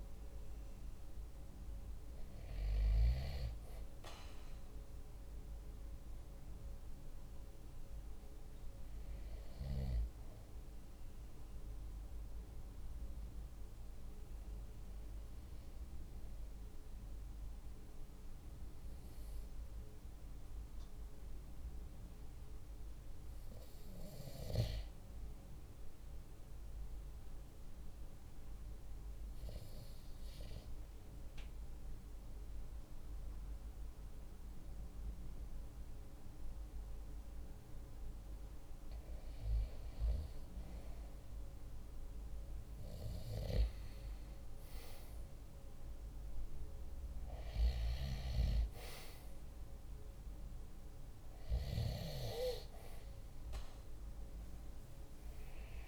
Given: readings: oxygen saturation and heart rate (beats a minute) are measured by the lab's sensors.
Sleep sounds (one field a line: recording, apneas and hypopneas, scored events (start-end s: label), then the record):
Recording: breathing in sleep by a room microphone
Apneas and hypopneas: 1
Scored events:
6.50-40.00 s: hypopnea (oxygen 96% before, 93% lowest, heart rate 46 before, 43 extreme, up 4 after)
34.50-55.88 s: new sleep stage, REM sleep
44.00-48.50 s: arousal
From the record:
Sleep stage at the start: N2 (light sleep)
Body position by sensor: on the right side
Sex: male